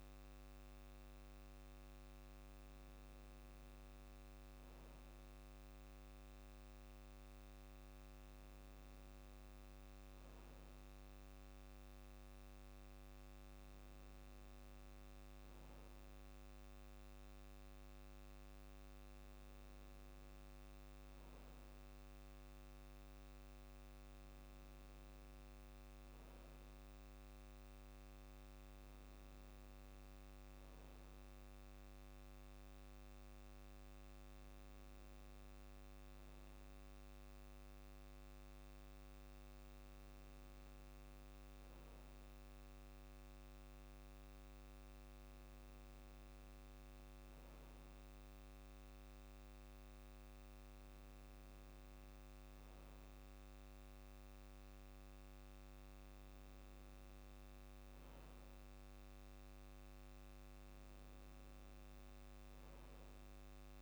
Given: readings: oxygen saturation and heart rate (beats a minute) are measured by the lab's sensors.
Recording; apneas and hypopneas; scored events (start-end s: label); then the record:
breathing in sleep, hard to hear, by a microphone on the trachea; none
none scored
From the record:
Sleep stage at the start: N2 (light sleep); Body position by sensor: on the back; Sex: male